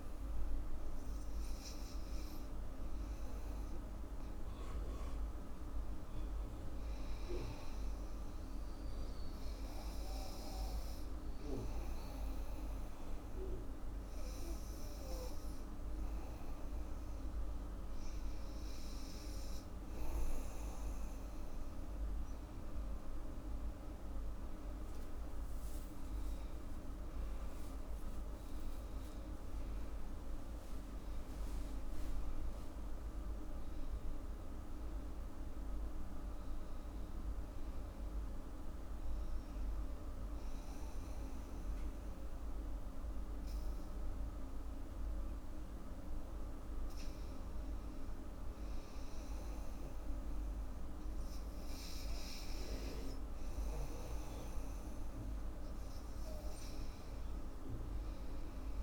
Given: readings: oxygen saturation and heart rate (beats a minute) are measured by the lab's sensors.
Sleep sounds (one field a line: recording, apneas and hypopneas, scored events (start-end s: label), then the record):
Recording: breathing in sleep, hard to hear, by a room microphone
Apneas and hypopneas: 2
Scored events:
9.00-23.00 s: obstructive apnea (oxygen 97% before, 94% lowest, heart rate 81 before, 79 extreme, up 13 after)
24.50-39.50 s: oxygen desaturation (device-marked, oxygen 98% before, 94% lowest, heart rate 81 before, 80 extreme)
25.50-30.00 s: arousal
38.50-51.50 s: hypopnea (oxygen 98% before, 94% lowest, heart rate 87 before, 80 extreme, up 7 after)
52.50-57.00 s: arousal
52.50-58.83 s: oxygen desaturation (device-marked, oxygen 99% before, 94% lowest, heart rate 85 before, 82 extreme)
From the record:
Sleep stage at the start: N2 (light sleep)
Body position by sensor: on the back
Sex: female